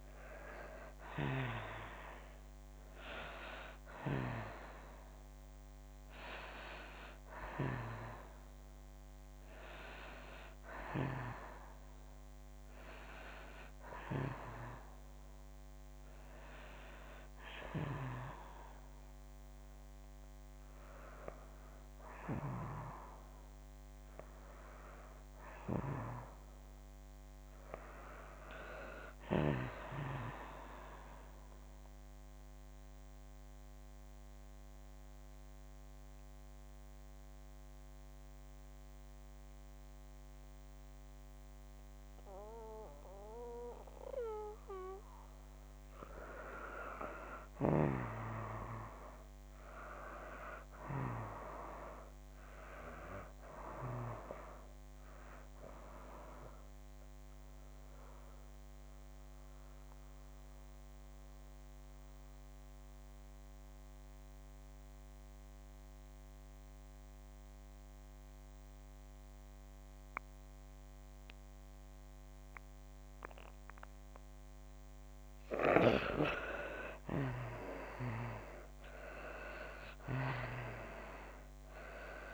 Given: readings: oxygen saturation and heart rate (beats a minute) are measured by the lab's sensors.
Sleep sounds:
breathing in sleep by a microphone on the trachea; 2
0.50-20.50 s: oxygen desaturation (device-marked, oxygen 96% before, 85% lowest)
24.00-27.00 s: arousal
30.50-45.50 s: central apnea (oxygen 98% before, 81% lowest)
47.00-50.50 s: arousal
51.50-69.50 s: oxygen desaturation (device-marked, oxygen 96% before, 88% lowest)
55.00-75.50 s: mixed apnea (oxygen 98% before, 81% lowest)
77.50-81.00 s: arousal
80.50-82.34 s: oxygen desaturation (device-marked, oxygen 96% before, 81% lowest)
From the record:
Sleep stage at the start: N2 (light sleep); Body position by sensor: on the back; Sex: female

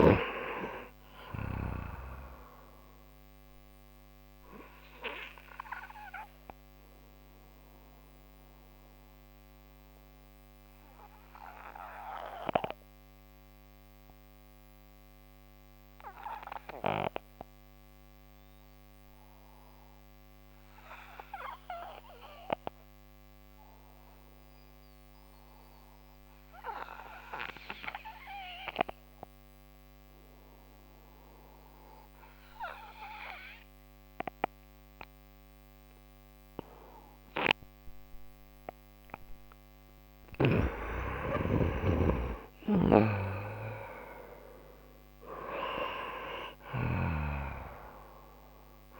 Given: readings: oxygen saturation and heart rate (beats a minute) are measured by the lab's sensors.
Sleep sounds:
breathing in sleep by a microphone on the trachea; 1
0.00-25.50 s: oxygen desaturation (device-marked, oxygen 90% lowest)
4.00-39.00 s: obstructive apnea (oxygen 97% before, 90% lowest)
40.50-45.00 s: arousal
41.50-49.00 s: oxygen desaturation (device-marked, oxygen 97% before, 90% lowest)
42.50-49.00 s: snoring (device-marked)
From the record:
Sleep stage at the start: N2 (light sleep); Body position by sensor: on the right side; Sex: male

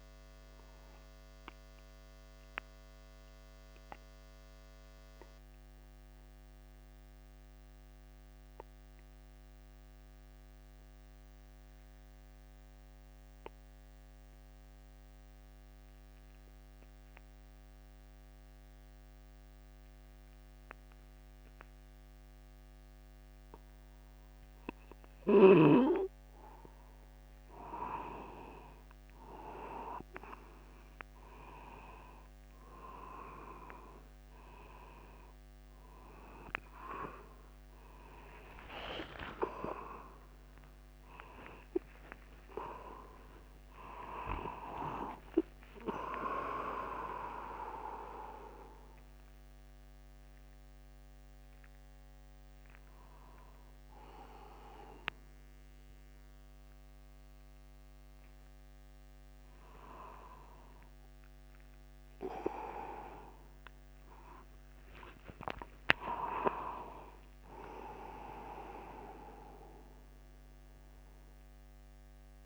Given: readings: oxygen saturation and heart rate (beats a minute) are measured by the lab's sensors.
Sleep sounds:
a person partly awake in a sleep study, by a microphone on the trachea; 1
3.50-27.00 s: mixed apnea (oxygen 97% before, 94% lowest, heart rate 51 before, 50 extreme, up 1 after)
36.50-66.50 s: new sleep stage, awake
40.00-42.00 s: long interval between heartbeats (device-marked, heart rate 53 before, 103 extreme)
42.50-44.50 s: long interval between heartbeats (device-marked, heart rate 62 before, 130 extreme)
44.50-46.50 s: long interval between heartbeats (device-marked, heart rate 70 before, 117 extreme)
65.50-67.50 s: long interval between heartbeats (device-marked, heart rate 64 before, 78 extreme)
66.50-72.45 s: new sleep stage, N1 (lightest sleep)
68.50-70.50 s: long interval between heartbeats (device-marked, heart rate 62 before, 98 extreme)
From the record:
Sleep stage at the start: N2 (light sleep); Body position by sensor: upright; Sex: male

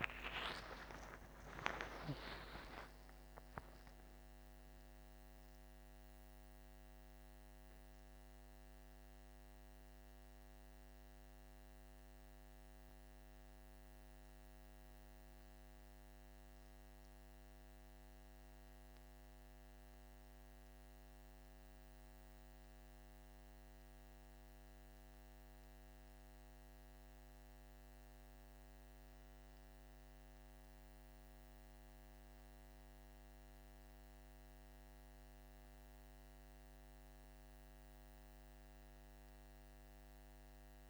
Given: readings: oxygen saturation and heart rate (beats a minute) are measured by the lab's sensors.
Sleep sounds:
breathing in sleep by a microphone on the trachea; none
0.00-2.00 s: arousal
From the record:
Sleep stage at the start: N1 (lightest sleep); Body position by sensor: on the back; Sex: male

